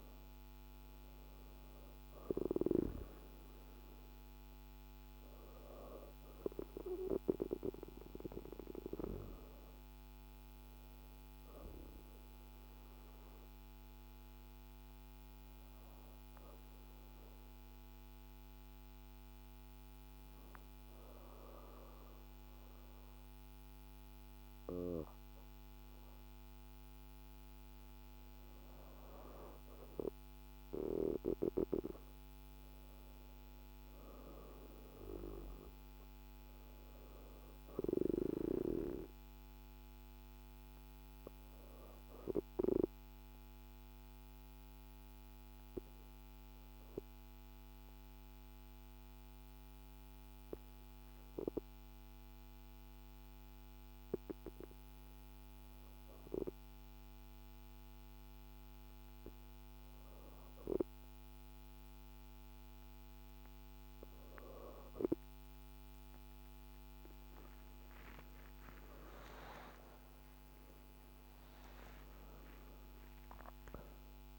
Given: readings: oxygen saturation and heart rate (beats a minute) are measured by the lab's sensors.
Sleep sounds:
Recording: breathing in sleep by a microphone on the trachea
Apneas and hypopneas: 2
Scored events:
0.00-18.50 s: oxygen desaturation (device-marked, oxygen 87% lowest, heart rate 47 extreme)
14.00-26.50 s: obstructive apnea (oxygen 96% before, 88% lowest, heart rate 56 before, 47 extreme, up 3 after)
30.00-35.50 s: arousal
32.50-51.50 s: oxygen desaturation (device-marked, oxygen 97% before, 88% lowest, heart rate 55 before, 29 extreme)
43.50-60.00 s: obstructive apnea (oxygen 97% before, 84% lowest, heart rate 53 before, 29 extreme, up 0 after)
55.50-74.39 s: new sleep stage, N2 (light sleep)
63.50-68.50 s: arousal
66.50-74.39 s: oxygen desaturation (device-marked, oxygen 96% before, 89% lowest, heart rate 53 before, 35 extreme)
From the record:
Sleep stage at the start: REM sleep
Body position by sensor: on the back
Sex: female

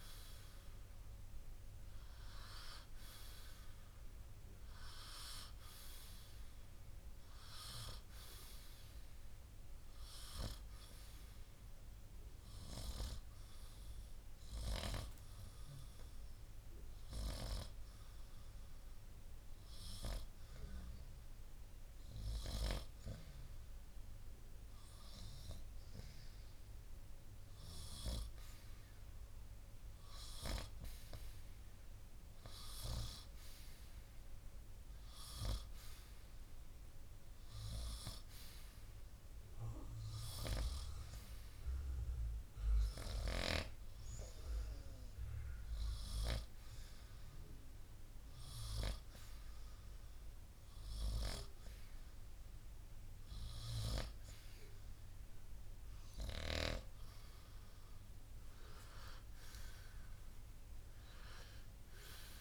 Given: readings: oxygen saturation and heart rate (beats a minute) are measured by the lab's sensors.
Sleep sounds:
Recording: breathing in sleep by a room microphone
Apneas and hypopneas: 1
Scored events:
11.50-24.00 s: hypopnea (oxygen 97% before, 92% lowest, heart rate 59 before, 53 extreme, up 0 after)
13.50-29.50 s: oxygen desaturation (device-marked, oxygen 97% before, 93% lowest, heart rate 60 before, 53 extreme)
25.50-29.50 s: arousal
From the record:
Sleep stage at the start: N2 (light sleep)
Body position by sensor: on the right side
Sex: male

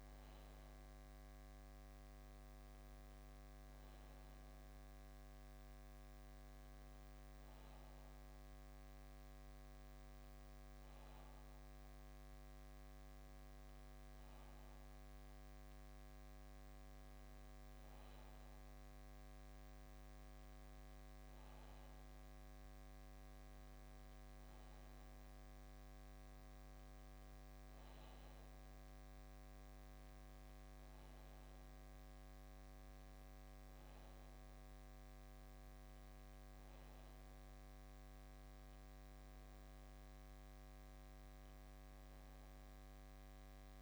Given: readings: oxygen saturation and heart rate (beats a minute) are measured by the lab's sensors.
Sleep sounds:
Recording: breathing in sleep, hard to hear, by a microphone on the trachea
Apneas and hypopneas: none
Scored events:
none scored
From the record:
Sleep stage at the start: N2 (light sleep)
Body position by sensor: on the back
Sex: male

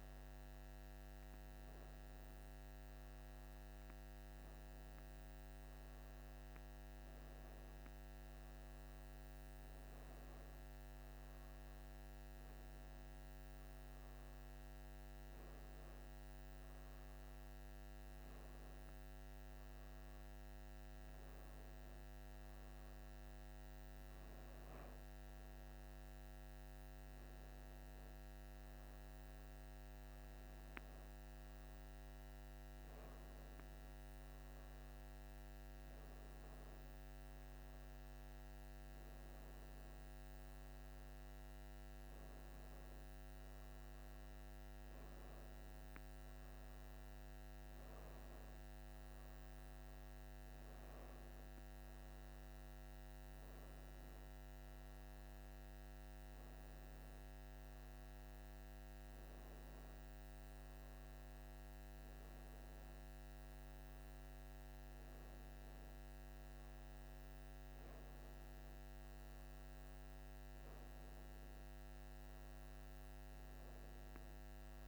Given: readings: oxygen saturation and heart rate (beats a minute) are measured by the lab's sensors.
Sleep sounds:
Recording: breathing in sleep, hard to hear, by a microphone on the trachea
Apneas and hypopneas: none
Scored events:
none scored
From the record:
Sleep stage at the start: N1 (lightest sleep)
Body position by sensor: on the back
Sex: female

